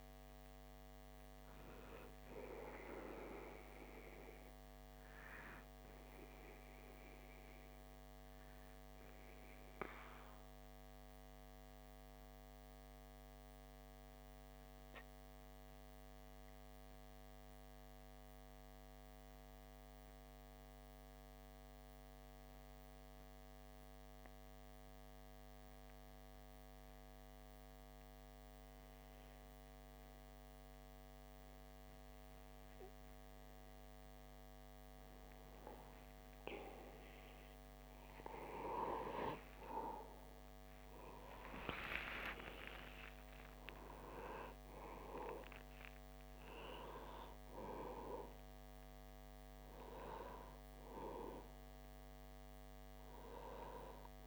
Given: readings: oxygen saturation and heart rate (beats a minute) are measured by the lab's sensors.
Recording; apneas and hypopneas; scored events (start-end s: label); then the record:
breathing in sleep by a microphone on the trachea; 1
0.00-17.50 s: oxygen desaturation (device-marked, oxygen 90% lowest)
4.50-36.00 s: obstructive apnea (oxygen 97% before, 90% lowest)
40.50-45.00 s: arousal
From the record:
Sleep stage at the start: N2 (light sleep); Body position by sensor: on the back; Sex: male